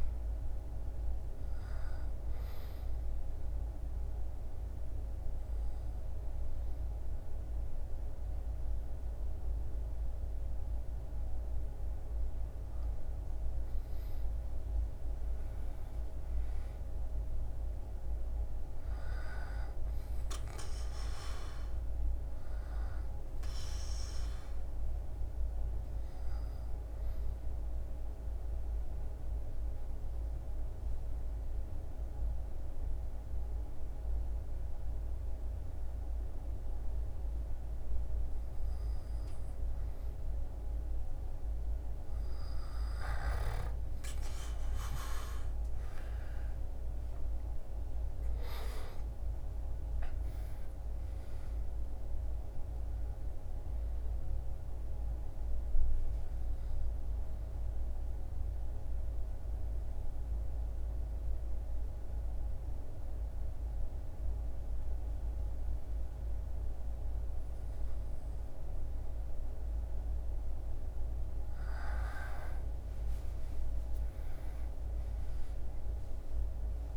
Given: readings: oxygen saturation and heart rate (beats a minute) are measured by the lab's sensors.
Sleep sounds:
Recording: breathing in sleep, hard to hear, by a room microphone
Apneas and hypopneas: 3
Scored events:
0.00-13.00 s: oxygen desaturation (device-marked, oxygen 93% lowest, heart rate 68 extreme)
1.50-12.50 s: obstructive apnea (oxygen 98% before, 93% lowest, heart rate 77 before, 70 extreme, up 7 after)
14.50-18.50 s: arousal
24.00-39.50 s: obstructive apnea (oxygen 98% before, 93% lowest, heart rate 76 before, 67 extreme, up 11 after)
42.50-47.50 s: arousal
48.00-69.00 s: oxygen desaturation (device-marked, oxygen 97% before, 93% lowest, heart rate 71 before, 67 extreme)
53.50-68.50 s: obstructive apnea (oxygen 97% before, 93% lowest, heart rate 74 before, 67 extreme, up 16 after)
72.00-76.50 s: arousal
From the record:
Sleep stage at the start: REM sleep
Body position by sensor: on the back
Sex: male

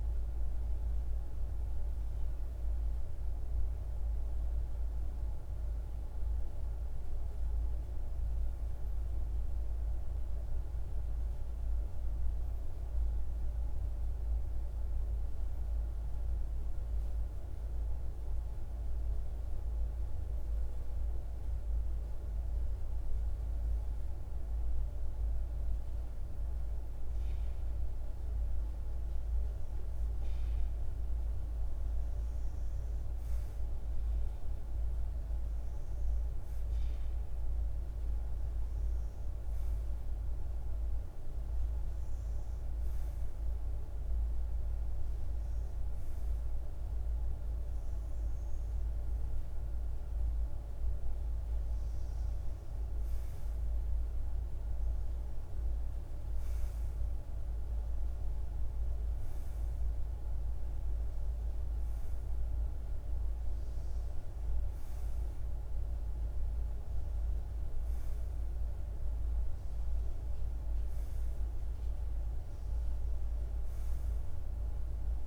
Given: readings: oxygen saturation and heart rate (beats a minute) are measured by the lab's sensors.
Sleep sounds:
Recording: breathing in sleep, hard to hear, by a room microphone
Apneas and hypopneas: none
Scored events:
36.00-54.00 s: oxygen desaturation (device-marked, oxygen 99% before, 95% lowest)
From the record:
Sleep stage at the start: REM sleep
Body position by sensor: on the back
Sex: male

